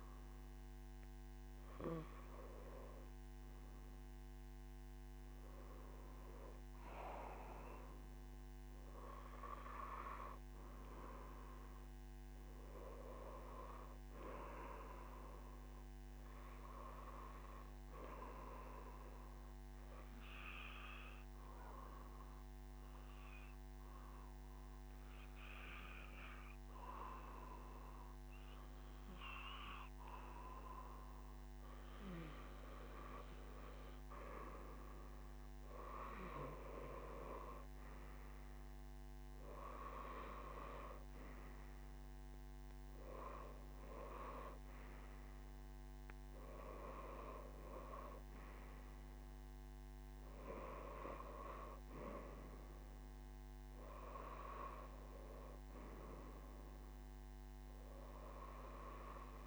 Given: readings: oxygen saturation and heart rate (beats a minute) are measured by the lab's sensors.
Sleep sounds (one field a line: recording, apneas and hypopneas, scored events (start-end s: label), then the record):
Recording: breathing in sleep by a microphone on the trachea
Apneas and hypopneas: 1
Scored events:
20.50-33.00 s: obstructive apnea (oxygen 97% before, 94% lowest, heart rate 66 before, 60 extreme, up 0 after)
From the record:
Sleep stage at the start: N3 (deep sleep)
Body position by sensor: on the right side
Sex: male